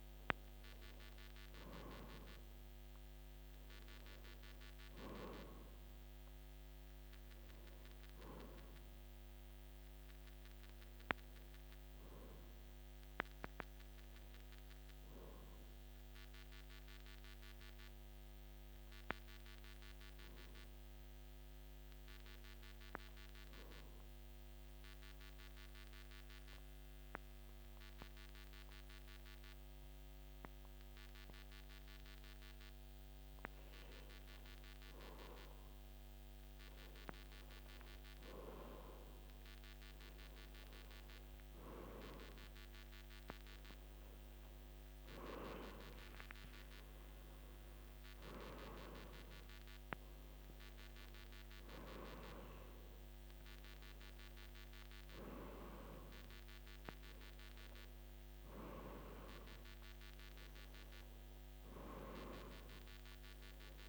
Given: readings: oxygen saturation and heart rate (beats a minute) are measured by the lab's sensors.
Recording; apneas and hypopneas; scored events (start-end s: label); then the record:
breathing in sleep by a microphone on the trachea; 1
0.00-23.50 s: oxygen desaturation (device-marked, oxygen 89% lowest, heart rate 51 extreme)
13.00-32.00 s: hypopnea (oxygen 94% before, 90% lowest, heart rate 55 before, 51 extreme, up 0 after)
34.00-38.00 s: arousal
54.50-63.89 s: oxygen desaturation (device-marked, oxygen 94% before, 90% lowest, heart rate 54 before, 49 extreme)
From the record:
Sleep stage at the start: N1 (lightest sleep); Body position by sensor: on the back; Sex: male